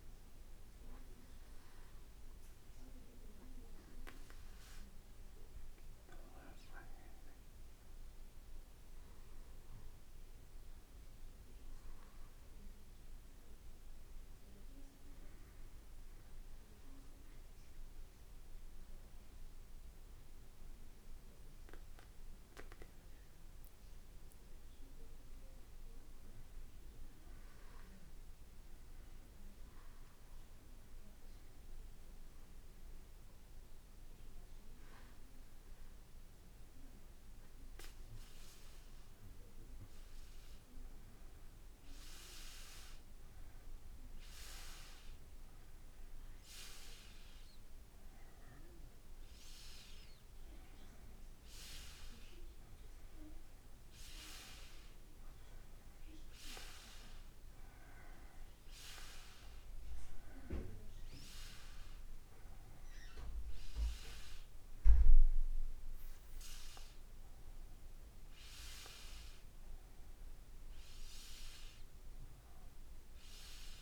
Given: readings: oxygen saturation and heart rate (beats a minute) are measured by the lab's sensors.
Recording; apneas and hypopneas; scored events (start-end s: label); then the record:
breathing in sleep by a room microphone; none
none scored
From the record:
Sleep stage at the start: N2 (light sleep); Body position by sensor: on the back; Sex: male